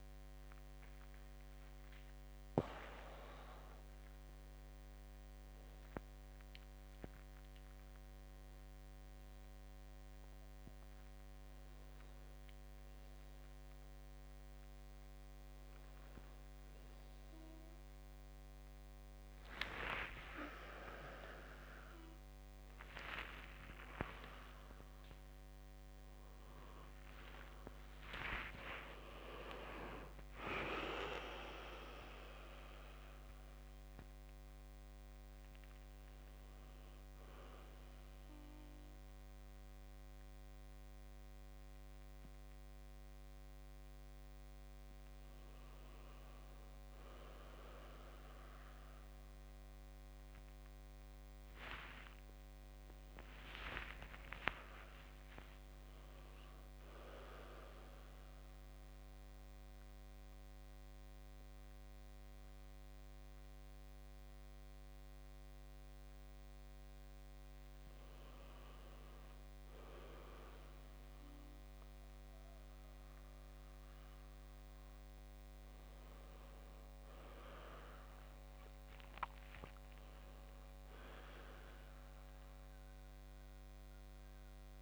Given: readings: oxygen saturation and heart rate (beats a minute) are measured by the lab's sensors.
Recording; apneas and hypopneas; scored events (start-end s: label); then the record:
a person awake in a sleep study, by a microphone on the trachea; none
11.50-13.50 s: long interval between heartbeats (device-marked, heart rate 48 before, 31 extreme)
30.00-32.00 s: long interval between heartbeats (device-marked, heart rate 67 before, 100 extreme)
From the record:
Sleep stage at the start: awake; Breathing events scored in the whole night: 110 in 3.6 hours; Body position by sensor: on the back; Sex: male